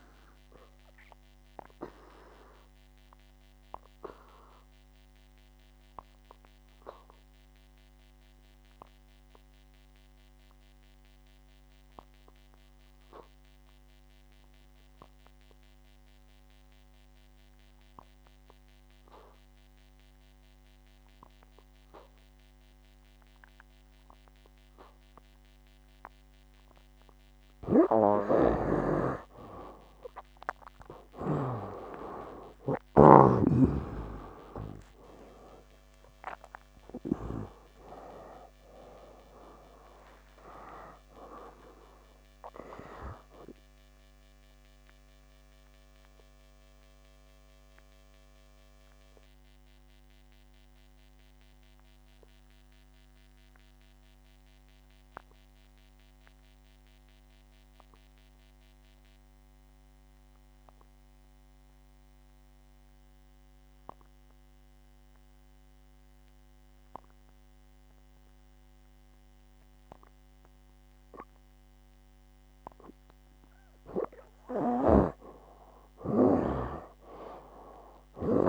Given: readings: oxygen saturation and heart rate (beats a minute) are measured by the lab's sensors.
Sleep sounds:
breathing in sleep by a microphone on the trachea; 2
1.00-26.50 s: obstructive apnea (oxygen 95% before, 78% lowest, heart rate 67 before, 62 extreme, up 11 after)
2.00-24.00 s: oxygen desaturation (device-marked, oxygen 95% before, 78% lowest, heart rate 68 before, 62 extreme)
28.50-32.00 s: snoring (device-marked)
32.00-36.00 s: arousal
35.00-48.00 s: oxygen desaturation (device-marked, oxygen 98% before, 89% lowest, heart rate 65 before, 62 extreme)
44.00-73.00 s: obstructive apnea (oxygen 98% before, 79% lowest, heart rate 73 before, 62 extreme, up 6 after)
50.00-64.00 s: oxygen desaturation (device-marked, oxygen 91% before, 79% lowest, heart rate 75 before, 63 extreme)
75.00-78.49 s: snoring (device-marked)
75.50-78.49 s: arousal
77.00-78.49 s: oxygen desaturation (device-marked, oxygen 98% before, 79% lowest, heart rate 65 before, 62 extreme)
From the record:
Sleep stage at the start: N2 (light sleep); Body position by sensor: on the back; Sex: male

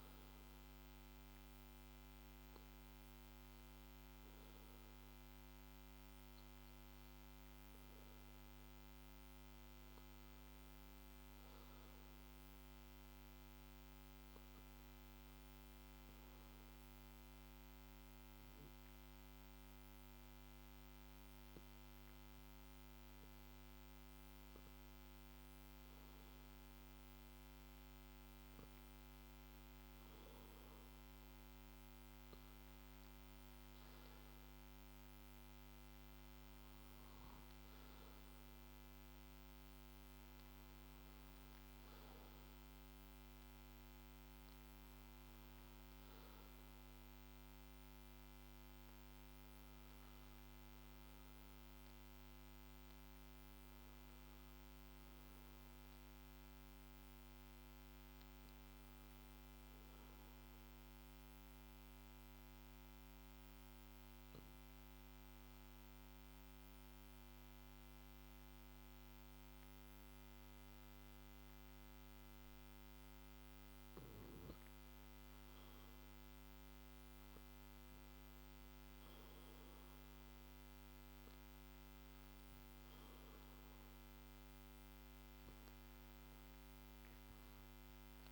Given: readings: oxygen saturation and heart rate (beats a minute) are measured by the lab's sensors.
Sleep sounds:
breathing in sleep, hard to hear, by a microphone on the trachea; 2
4.00-23.00 s: hypopnea (oxygen 96% before, 93% lowest, heart rate 60 before, 54 extreme, up 0 after)
23.00-26.00 s: arousal
60.00-74.00 s: obstructive apnea (oxygen 97% before, 94% lowest, heart rate 57 before, 51 extreme, up 1 after)
83.00-88.32 s: new sleep stage, awake
From the record:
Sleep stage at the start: N2 (light sleep); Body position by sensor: on the back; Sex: male

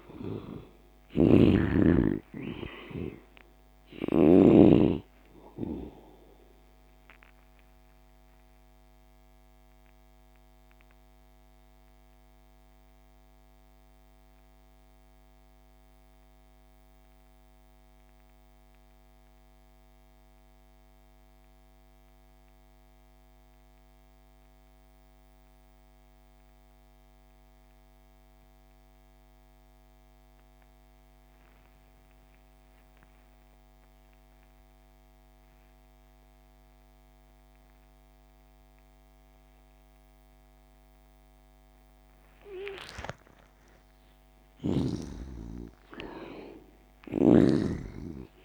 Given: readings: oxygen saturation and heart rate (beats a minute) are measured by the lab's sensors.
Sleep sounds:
breathing in sleep by a microphone on the trachea; 1
0.00-22.00 s: oxygen desaturation (device-marked, oxygen 73% lowest)
0.50-4.00 s: snoring (device-marked)
10.00-43.50 s: mixed apnea (oxygen 97% before, 73% lowest)
37.00-48.45 s: oxygen desaturation (device-marked, oxygen 98% before, 75% lowest)
44.50-48.45 s: arousal
From the record:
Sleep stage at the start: N2 (light sleep); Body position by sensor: on the back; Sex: male

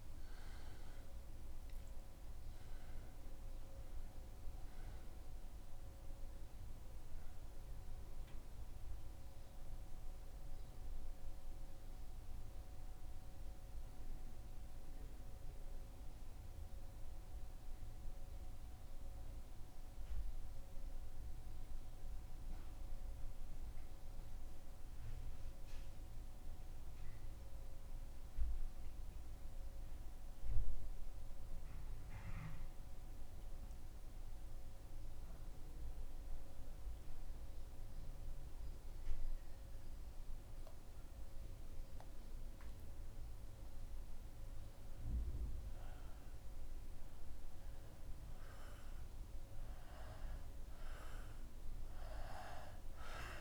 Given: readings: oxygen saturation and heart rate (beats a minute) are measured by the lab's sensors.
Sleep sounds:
breathing in sleep, hard to hear, by a room microphone; 1
12.50-44.50 s: central apnea (oxygen 96% before, 87% lowest, heart rate 76 before, 74 extreme, up 1 after)
46.50-50.00 s: arousal
47.50-53.41 s: oxygen desaturation (device-marked, oxygen 96% before, 87% lowest, heart rate 75 before, 74 extreme)
From the record:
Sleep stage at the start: N2 (light sleep); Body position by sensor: on the back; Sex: male

